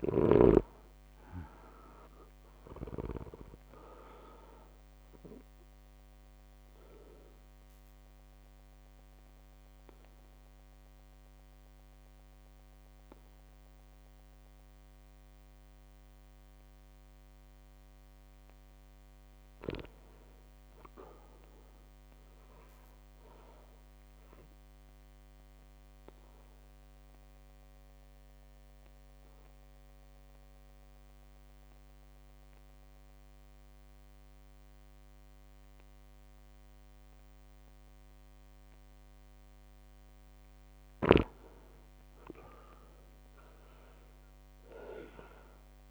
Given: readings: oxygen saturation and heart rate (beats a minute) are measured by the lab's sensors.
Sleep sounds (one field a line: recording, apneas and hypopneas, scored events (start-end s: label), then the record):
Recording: breathing in sleep by a microphone on the trachea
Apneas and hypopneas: 2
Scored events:
0.00-1.50 s: arousal
0.50-9.50 s: drop in pulse transit time (device-marked, heart rate 58 before, 60 extreme)
5.50-18.00 s: obstructive apnea (oxygen 100% before, 95% lowest, heart rate 59 before, 56 extreme, up 5 after)
12.50-28.50 s: oxygen desaturation (device-marked, oxygen 99% before, 95% lowest, heart rate 60 before, 58 extreme)
19.50-22.50 s: arousal
21.50-32.50 s: drop in pulse transit time (device-marked, heart rate 59 before, 59 extreme)
24.00-39.00 s: obstructive apnea (oxygen 99% before, 96% lowest, heart rate 59 before, 57 extreme, up 3 after)
41.00-45.91 s: snoring (device-marked)
42.00-45.50 s: arousal
From the record:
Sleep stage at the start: REM sleep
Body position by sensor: on the back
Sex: male